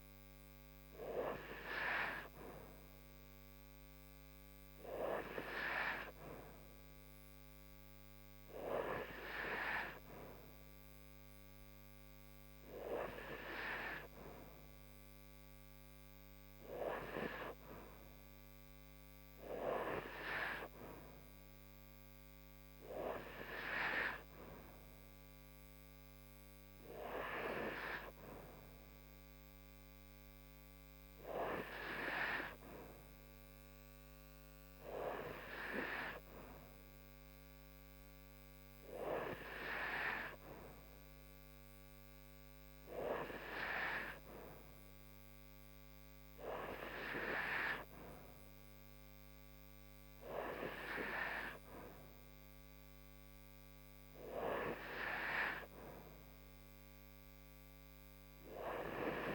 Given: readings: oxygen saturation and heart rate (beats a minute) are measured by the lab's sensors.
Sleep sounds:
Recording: breathing in sleep by a microphone on the trachea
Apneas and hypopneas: none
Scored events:
18.50-59.35 s: new sleep stage, N3 (deep sleep)
From the record:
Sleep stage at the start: N2 (light sleep)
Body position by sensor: upright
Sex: female

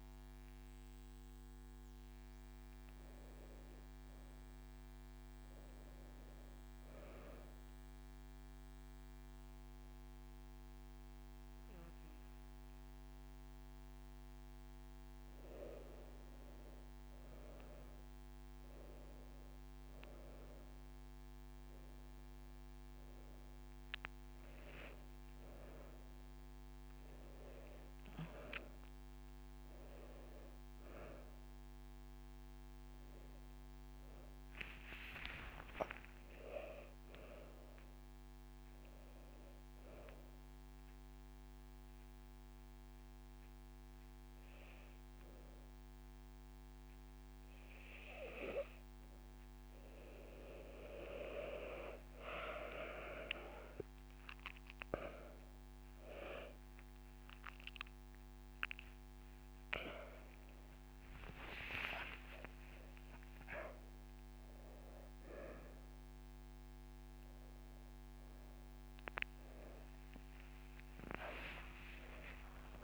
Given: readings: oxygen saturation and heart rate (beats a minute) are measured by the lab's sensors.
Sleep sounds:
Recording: a person awake in a sleep study, by a microphone on the trachea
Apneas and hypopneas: none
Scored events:
0.00-1.50 s: drop in pulse transit time (device-marked)
12.50-35.50 s: drop in pulse transit time (device-marked)
12.50-72.84 s: new sleep stage, awake
14.50-16.50 s: long interval between heartbeats (device-marked, heart rate 57 before, 59 extreme)
24.50-32.50 s: oxygen desaturation (device-marked, oxygen 97% before, 94% lowest, heart rate 57 before, 28 extreme)
30.00-32.00 s: long interval between heartbeats (device-marked)
42.50-44.50 s: long interval between heartbeats (device-marked, heart rate 45 before, 65 extreme)
47.00-49.00 s: long interval between heartbeats (device-marked, heart rate 54 before, 50 extreme)
52.50-62.50 s: drop in pulse transit time (device-marked, heart rate 59 before, 28 extreme)
54.50-56.50 s: long interval between heartbeats (device-marked, heart rate 57 before, 42 extreme)
55.50-68.50 s: oxygen desaturation (device-marked, oxygen 96% before, 93% lowest)
61.00-63.00 s: long interval between heartbeats (device-marked, heart rate 56 before, 86 extreme)
70.50-72.84 s: drop in pulse transit time (device-marked)
From the record:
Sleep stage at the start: N2 (light sleep)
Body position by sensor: on the back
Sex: female

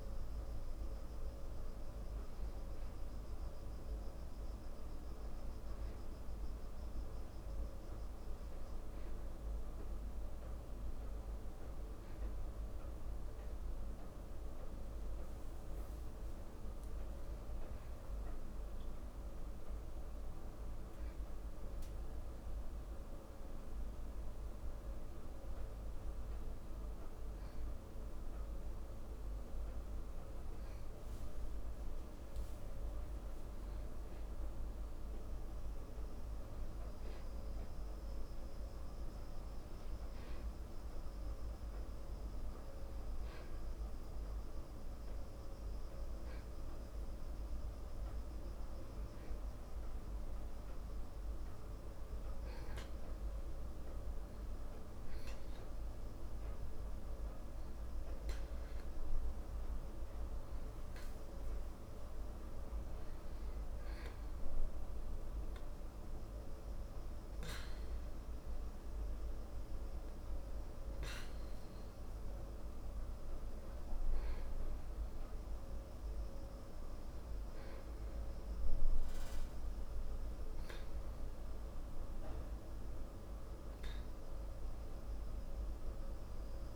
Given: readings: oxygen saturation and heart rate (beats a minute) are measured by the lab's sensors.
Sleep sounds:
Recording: breathing in sleep, hard to hear, by a room microphone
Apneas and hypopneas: 1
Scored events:
15.00-19.00 s: arousal
21.00-33.00 s: hypopnea (oxygen 95% before, 92% lowest, heart rate 56 before, 55 extreme, up 11 after)
35.50-40.00 s: arousal
42.00-62.00 s: oxygen desaturation (device-marked, oxygen 95% before, 92% lowest, heart rate 57 before, 54 extreme)
From the record:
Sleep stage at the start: N2 (light sleep)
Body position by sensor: on the back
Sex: male

